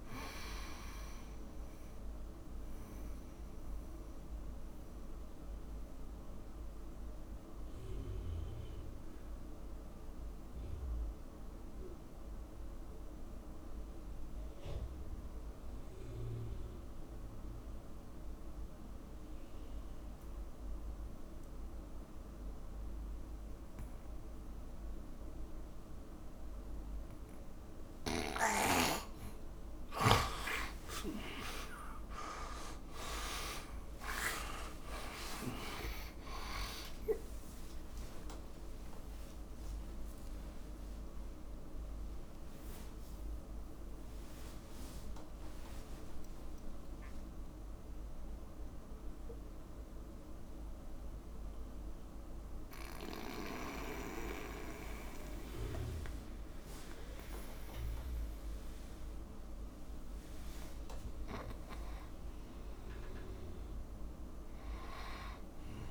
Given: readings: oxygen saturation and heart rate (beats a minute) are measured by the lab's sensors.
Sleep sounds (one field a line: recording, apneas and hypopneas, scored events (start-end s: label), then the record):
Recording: breathing in sleep by a room microphone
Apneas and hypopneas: 2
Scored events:
0.00-23.00 s: oxygen desaturation (device-marked, oxygen 84% lowest, heart rate 55 extreme)
3.00-28.00 s: mixed apnea (oxygen 100% before, 83% lowest, heart rate 70 before, 55 extreme, up 22 after)
31.00-63.00 s: oxygen desaturation (device-marked, oxygen 100% before, 83% lowest, heart rate 58 before, 52 extreme)
33.50-38.50 s: arousal
35.00-41.00 s: tachycardia (device-marked, heart rate 68 before, 122 extreme)
41.00-59.00 s: obstructive apnea (oxygen 100% before, 83% lowest, heart rate 71 before, 58 extreme, up 0 after)
61.00-64.50 s: arousal
From the record:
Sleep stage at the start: N2 (light sleep)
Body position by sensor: on the back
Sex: male